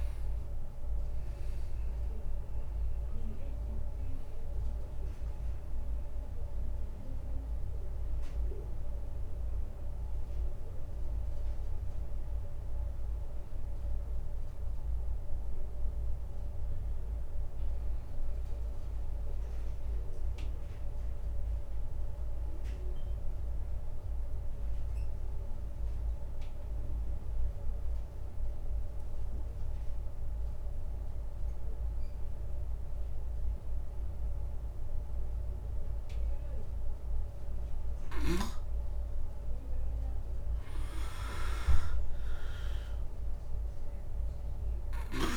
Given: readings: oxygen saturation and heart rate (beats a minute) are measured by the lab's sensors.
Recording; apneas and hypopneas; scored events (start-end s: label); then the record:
breathing in sleep, hard to hear, by a room microphone; 1
0.00-24.50 s: oxygen desaturation (device-marked, oxygen 87% lowest)
18.50-38.00 s: obstructive apnea (oxygen 97% before, 88% lowest)
40.00-44.00 s: arousal
From the record:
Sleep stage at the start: N2 (light sleep); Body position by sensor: on the back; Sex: male